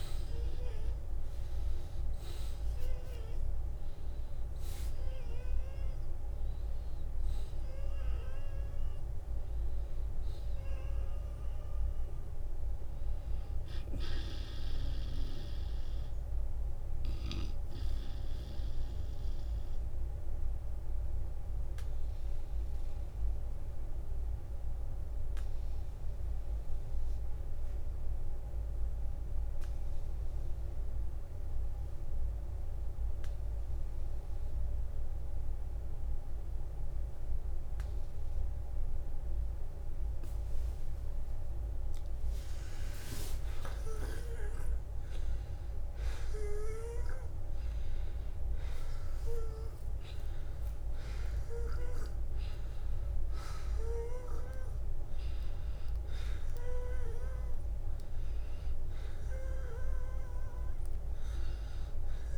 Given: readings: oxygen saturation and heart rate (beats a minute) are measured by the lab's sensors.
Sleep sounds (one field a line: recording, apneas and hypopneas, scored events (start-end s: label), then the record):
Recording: breathing in sleep by a room microphone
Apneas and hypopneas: 1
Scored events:
0.50-5.50 s: oxygen desaturation (device-marked, oxygen 96% before, 93% lowest, heart rate 56 before, 47 extreme)
2.00-4.00 s: long interval between heartbeats (device-marked, heart rate 56 before, 79 extreme)
11.00-13.00 s: long interval between heartbeats (device-marked, heart rate 68 before, 67 extreme)
12.00-17.00 s: arousal
16.50-33.50 s: oxygen desaturation (device-marked, oxygen 96% before, 87% lowest, heart rate 68 before, 47 extreme)
20.50-41.00 s: obstructive apnea (oxygen 96% before, 83% lowest, heart rate 66 before, 48 extreme, up 21 after)
23.50-25.50 s: long interval between heartbeats (device-marked, heart rate 63 before, 59 extreme)
39.50-41.50 s: long interval between heartbeats (device-marked, heart rate 54 before, 52 extreme)
42.00-47.00 s: arousal
49.50-62.38 s: oxygen desaturation (device-marked, oxygen 96% before, 83% lowest, heart rate 57 before, 42 extreme)
52.00-54.00 s: long interval between heartbeats (device-marked, heart rate 57 before, 60 extreme)
From the record:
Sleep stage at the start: N2 (light sleep)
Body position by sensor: on the back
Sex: male